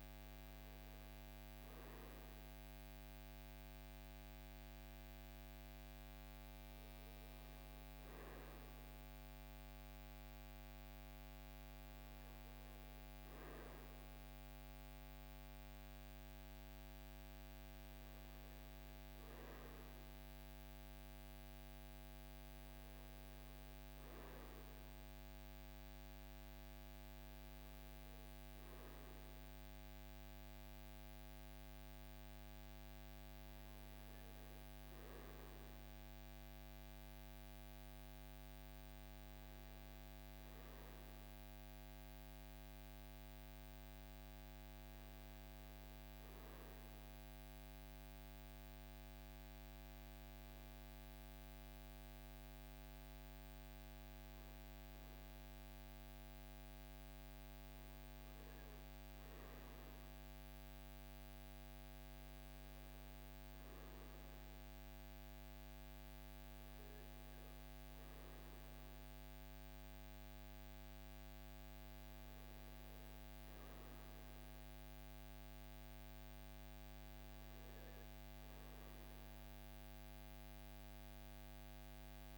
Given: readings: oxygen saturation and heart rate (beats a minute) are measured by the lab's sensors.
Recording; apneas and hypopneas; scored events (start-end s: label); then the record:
breathing in sleep, hard to hear, by a microphone on the trachea; none
44.00-82.38 s: new sleep stage, REM sleep
From the record:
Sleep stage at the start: N2 (light sleep); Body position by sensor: on the right side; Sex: male